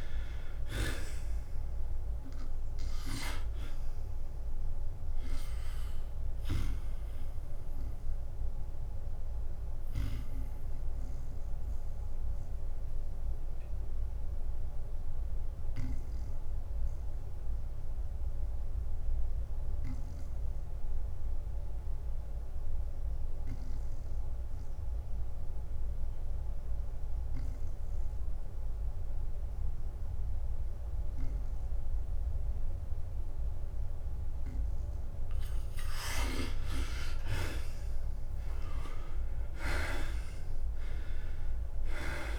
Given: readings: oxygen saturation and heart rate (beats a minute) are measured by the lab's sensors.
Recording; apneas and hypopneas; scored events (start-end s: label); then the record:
breathing in sleep by a room microphone; 1
0.00-2.50 s: arousal
0.00-10.00 s: drop in pulse transit time (device-marked, heart rate 86 extreme)
0.00-26.00 s: oxygen desaturation (device-marked, oxygen 77% lowest, heart rate 85 extreme)
9.50-36.50 s: obstructive apnea (oxygen 98% before, 72% lowest, heart rate 89 before, 85 extreme, up 11 after)
35.00-42.39 s: oxygen desaturation (device-marked, oxygen 98% before, 72% lowest, heart rate 89 before, 78 extreme)
38.00-42.39 s: drop in pulse transit time (device-marked, heart rate 88 before, 90 extreme)
38.50-42.39 s: arousal
From the record:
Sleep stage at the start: N2 (light sleep); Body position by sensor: on the back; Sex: male